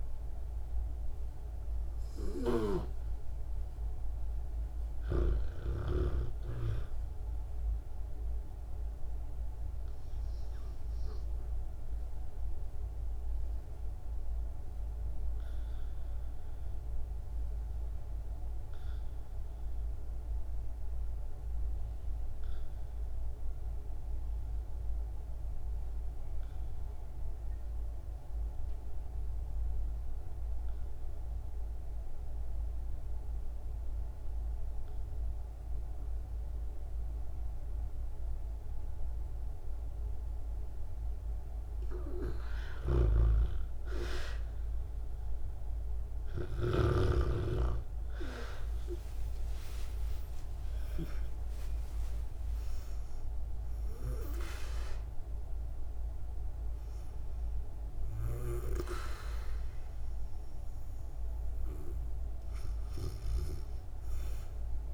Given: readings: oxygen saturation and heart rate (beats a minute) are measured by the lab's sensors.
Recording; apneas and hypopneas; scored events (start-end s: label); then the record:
breathing in sleep by a room microphone; 1
0.00-2.50 s: oxygen desaturation (device-marked, oxygen 77% lowest, heart rate 52 extreme)
11.50-41.00 s: obstructive apnea (oxygen 99% before, 75% lowest, heart rate 62 before, 52 extreme, up 6 after)
28.50-64.94 s: oxygen desaturation (device-marked, oxygen 97% before, 75% lowest, heart rate 61 before, 52 extreme)
42.50-47.00 s: snoring (device-marked)
47.50-52.00 s: arousal
From the record:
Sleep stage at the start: REM sleep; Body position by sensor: on the back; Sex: female